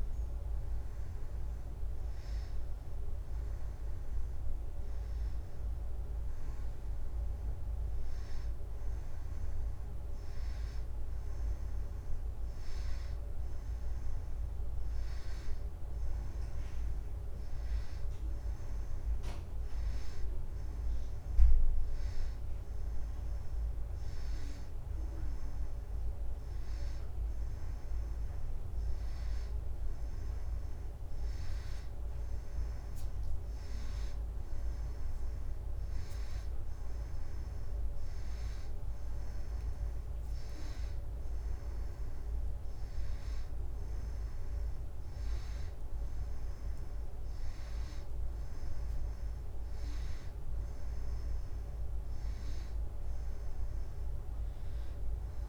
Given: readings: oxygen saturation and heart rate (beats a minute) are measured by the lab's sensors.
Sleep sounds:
a person partly awake in a sleep study, hard to hear, by a room microphone; none
3.50-55.49 s: new sleep stage, N1 (lightest sleep)
From the record:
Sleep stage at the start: awake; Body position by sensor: on the right side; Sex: female

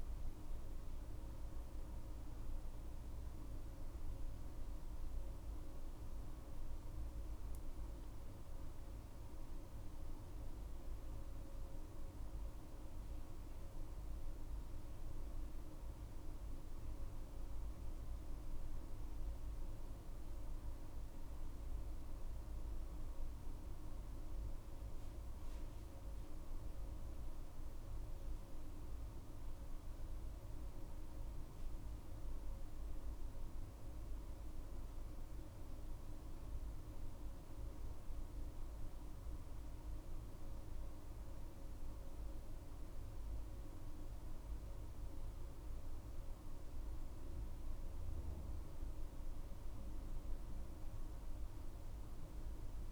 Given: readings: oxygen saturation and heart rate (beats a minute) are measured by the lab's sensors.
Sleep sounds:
a person awake in a sleep study, hard to hear, by a room microphone; none
none scored
From the record:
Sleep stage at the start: awake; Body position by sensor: on the back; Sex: female

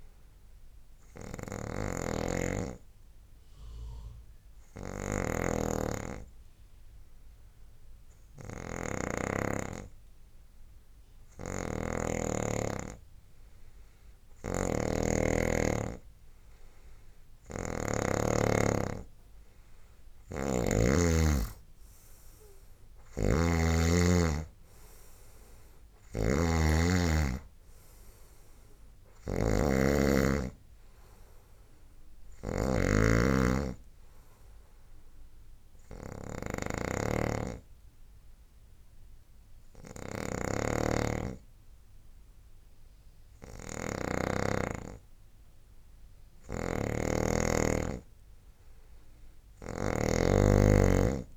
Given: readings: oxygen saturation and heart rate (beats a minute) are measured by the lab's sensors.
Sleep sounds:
breathing in sleep by a room microphone; 2
0.00-6.00 s: oxygen desaturation (device-marked, oxygen 94% lowest, heart rate 69 extreme)
0.00-12.00 s: snoring (device-marked)
2.00-19.50 s: hypopnea (oxygen 98% before, 92% lowest, heart rate 71 before, 72 extreme, up 6 after)
14.00-18.00 s: snoring (device-marked)
19.00-44.00 s: oxygen desaturation (device-marked, oxygen 96% before, 92% lowest, heart rate 72 before, 73 extreme)
20.00-51.37 s: snoring (device-marked)
21.00-24.00 s: arousal
35.50-46.50 s: hypopnea (oxygen 96% before, 92% lowest, heart rate 75 before, 73 extreme, up 3 after)
From the record:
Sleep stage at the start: N2 (light sleep); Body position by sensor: on the right side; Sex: male

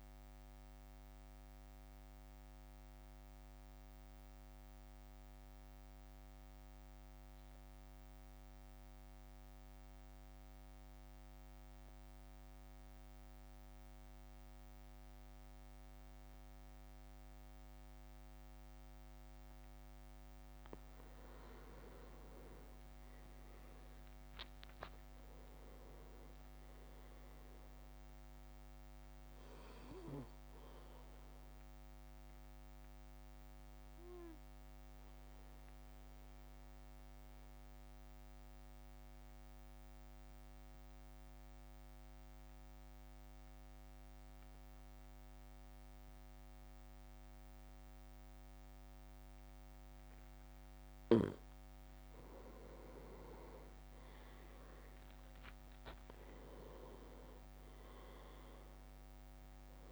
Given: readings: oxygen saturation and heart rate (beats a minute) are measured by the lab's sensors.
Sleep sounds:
breathing in sleep by a microphone on the trachea; 2
1.00-20.00 s: mixed apnea (oxygen 100% before, 94% lowest, heart rate 56 before, 50 extreme, up 6 after)
21.50-26.00 s: arousal
22.00-23.00 s: leg movement (device-marked)
23.50-34.50 s: drop in pulse transit time (device-marked, heart rate 55 before, 50 extreme)
26.50-35.50 s: oxygen desaturation (device-marked, oxygen 100% before, 96% lowest, heart rate 56 before, 50 extreme)
33.00-51.00 s: mixed apnea (oxygen 100% before, 95% lowest, heart rate 57 before, 52 extreme, up 7 after)
53.50-57.50 s: arousal
54.50-59.92 s: drop in pulse transit time (device-marked, heart rate 54 before, 53 extreme)
From the record:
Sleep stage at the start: N2 (light sleep); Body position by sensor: on the back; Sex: male

